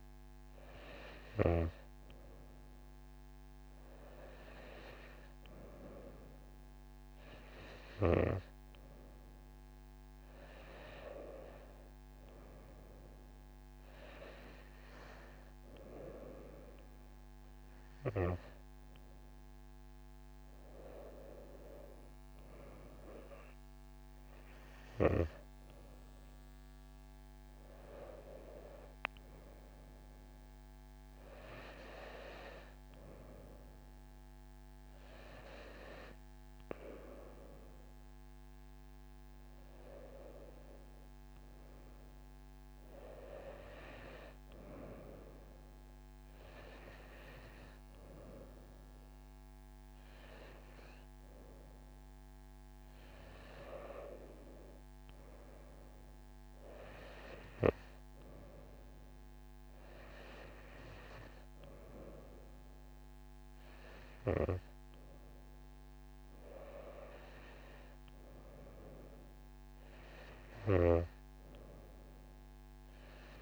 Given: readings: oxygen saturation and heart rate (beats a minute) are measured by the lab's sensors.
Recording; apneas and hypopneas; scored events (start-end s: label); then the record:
breathing in sleep by a microphone on the trachea; none
none scored
From the record:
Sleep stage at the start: N2 (light sleep); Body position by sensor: on the right side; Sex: female